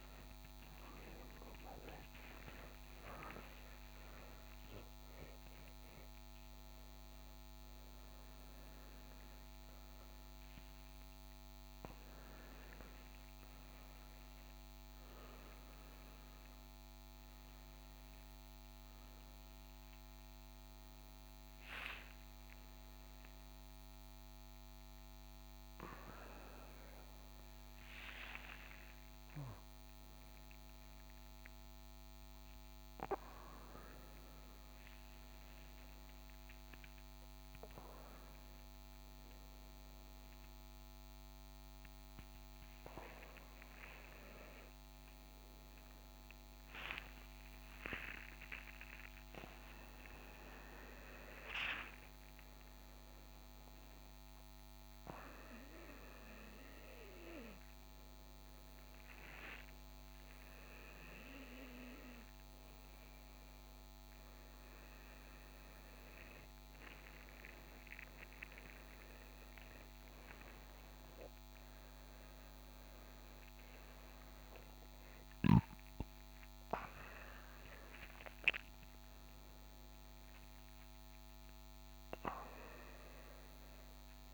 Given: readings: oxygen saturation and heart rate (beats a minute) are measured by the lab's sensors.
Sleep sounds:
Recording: a person awake in a sleep study, by a microphone on the trachea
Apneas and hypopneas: none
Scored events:
36.50-43.50 s: oxygen desaturation (device-marked, oxygen 98% before, 95% lowest)
56.50-78.50 s: oxygen desaturation (device-marked, oxygen 98% before, 92% lowest)
From the record:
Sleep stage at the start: awake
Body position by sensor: on the front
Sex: male

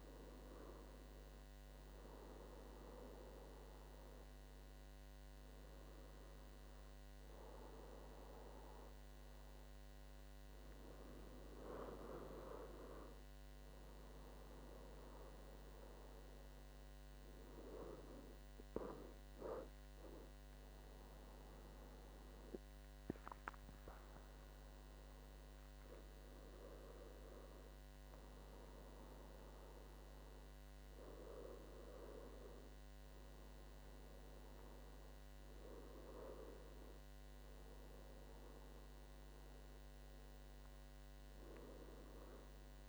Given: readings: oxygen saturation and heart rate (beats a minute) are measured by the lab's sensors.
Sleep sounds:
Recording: breathing in sleep by a microphone on the trachea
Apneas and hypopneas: none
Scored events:
20.00-24.00 s: arousal
From the record:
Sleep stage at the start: N1 (lightest sleep)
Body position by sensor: on the back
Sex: male

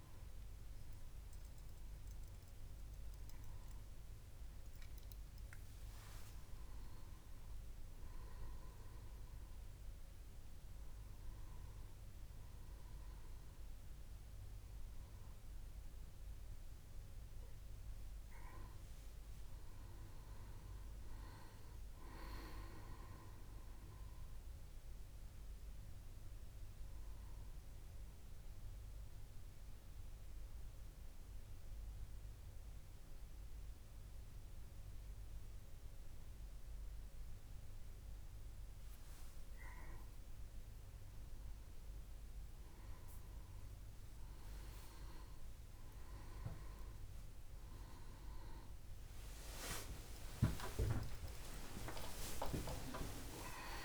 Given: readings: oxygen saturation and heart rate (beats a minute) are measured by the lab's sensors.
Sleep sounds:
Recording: breathing in sleep by a room microphone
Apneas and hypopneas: 1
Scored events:
20.50-24.00 s: arousal
28.00-40.00 s: central apnea (oxygen 96% before, 93% lowest, heart rate 71 before, 67 extreme, up 6 after)
50.00-53.50 s: arousal
50.50-53.85 s: tachycardia (device-marked, heart rate 72 before, 101 extreme)
52.50-53.85 s: long interval between heartbeats (device-marked, heart rate 71 before, 90 extreme)
From the record:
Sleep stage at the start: N1 (lightest sleep)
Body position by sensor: on the back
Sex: male

